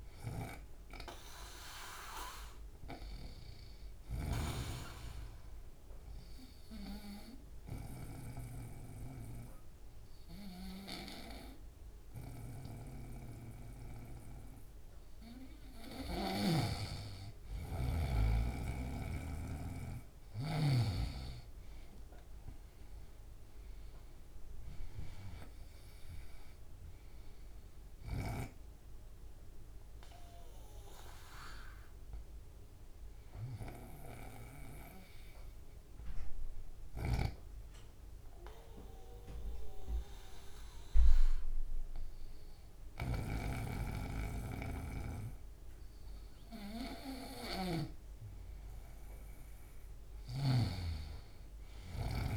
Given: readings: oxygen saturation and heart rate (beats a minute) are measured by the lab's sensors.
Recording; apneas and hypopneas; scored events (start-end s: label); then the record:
breathing in sleep by a room microphone; 2
0.00-4.50 s: snoring (device-marked)
5.50-15.50 s: obstructive apnea (oxygen 97% before, 91% lowest)
16.00-20.50 s: snoring (device-marked)
21.00-24.00 s: arousal
26.50-43.50 s: oxygen desaturation (device-marked, oxygen 96% before, 91% lowest)
29.50-36.50 s: bradycardia (device-marked)
36.50-48.00 s: obstructive apnea (oxygen 96% before, 91% lowest, heart rate 76 before, 101 extreme)
43.00-50.50 s: snoring (device-marked)
From the record:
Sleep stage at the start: N2 (light sleep); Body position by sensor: on the right side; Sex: male